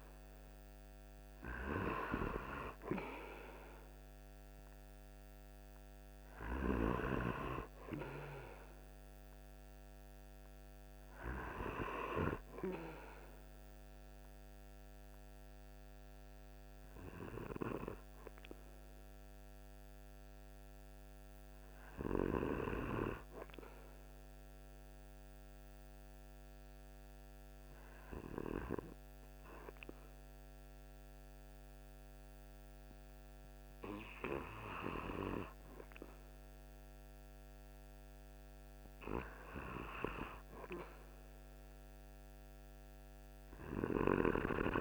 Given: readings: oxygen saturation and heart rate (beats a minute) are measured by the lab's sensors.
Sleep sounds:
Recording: breathing in sleep by a microphone on the trachea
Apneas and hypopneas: none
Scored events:
0.00-11.00 s: oxygen desaturation (device-marked, oxygen 90% lowest, heart rate 50 extreme)
38.00-42.00 s: arousal
From the record:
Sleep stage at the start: REM sleep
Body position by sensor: on the right side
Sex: male

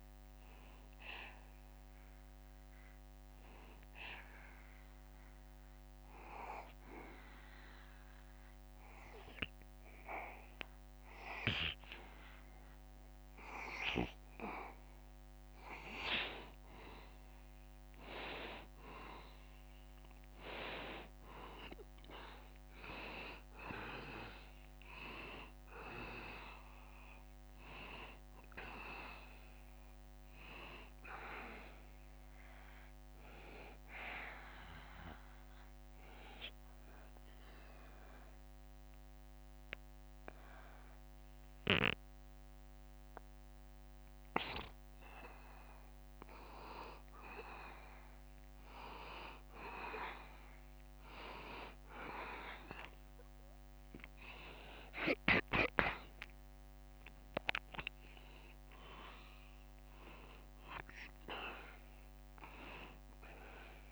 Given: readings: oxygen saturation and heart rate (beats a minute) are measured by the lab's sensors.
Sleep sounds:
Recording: breathing in sleep by a microphone on the trachea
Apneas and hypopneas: 2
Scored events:
4.00-15.00 s: obstructive apnea (oxygen 94% before, 90% lowest, heart rate 78 before, 73 extreme, up 1 after)
18.50-23.00 s: arousal
23.00-38.00 s: oxygen desaturation (device-marked, oxygen 95% before, 90% lowest, heart rate 74 before, 72 extreme)
32.00-43.50 s: obstructive apnea (oxygen 95% before, 90% lowest, heart rate 75 before, 72 extreme, up 2 after)
53.00-57.00 s: arousal
55.00-63.92 s: drop in pulse transit time (device-marked, heart rate 74 before, 75 extreme)
55.00-63.92 s: oxygen desaturation (device-marked, oxygen 95% before, 90% lowest, heart rate 74 before, 72 extreme)
From the record:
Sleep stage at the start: N2 (light sleep)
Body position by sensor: on the back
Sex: male

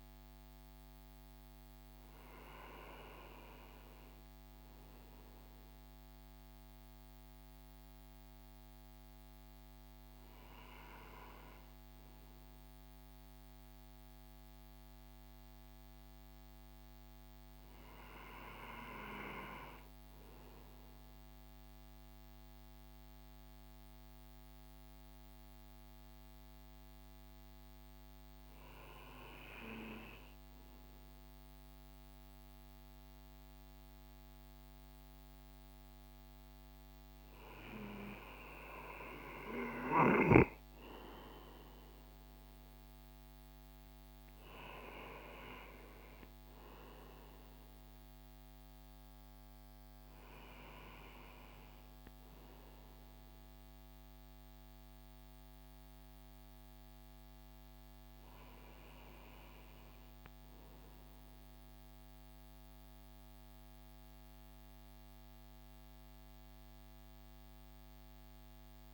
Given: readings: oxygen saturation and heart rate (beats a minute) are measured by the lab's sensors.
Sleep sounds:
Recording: breathing in sleep by a microphone on the trachea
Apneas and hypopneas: none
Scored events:
13.00-68.93 s: new sleep stage, N2 (light sleep)
39.00-43.50 s: arousal
From the record:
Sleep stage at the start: N1 (lightest sleep)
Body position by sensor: on the right side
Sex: male

